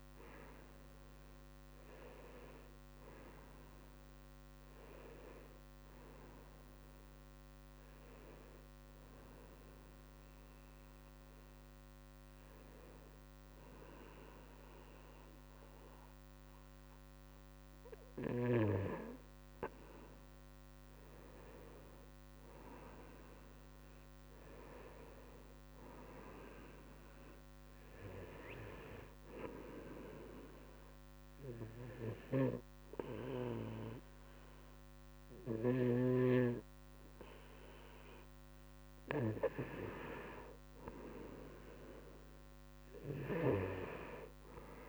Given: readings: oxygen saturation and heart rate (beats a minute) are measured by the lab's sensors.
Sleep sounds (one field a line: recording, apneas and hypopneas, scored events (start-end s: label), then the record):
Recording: breathing in sleep by a microphone on the trachea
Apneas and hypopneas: 2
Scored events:
6.00-17.00 s: oxygen desaturation (device-marked, oxygen 98% before, 92% lowest, heart rate 73 before, 69 extreme)
6.50-18.50 s: hypopnea (oxygen 98% before, 92% lowest, heart rate 73 before, 69 extreme, up 2 after)
21.50-24.50 s: arousal
28.50-38.50 s: obstructive apnea (oxygen 97% before, 91% lowest, heart rate 71 before, 70 extreme, up 2 after)
33.00-44.89 s: oxygen desaturation (device-marked, oxygen 97% before, 93% lowest, heart rate 71 before, 70 extreme)
43.50-44.89 s: arousal
From the record:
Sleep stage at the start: N2 (light sleep)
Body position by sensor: on the right side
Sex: male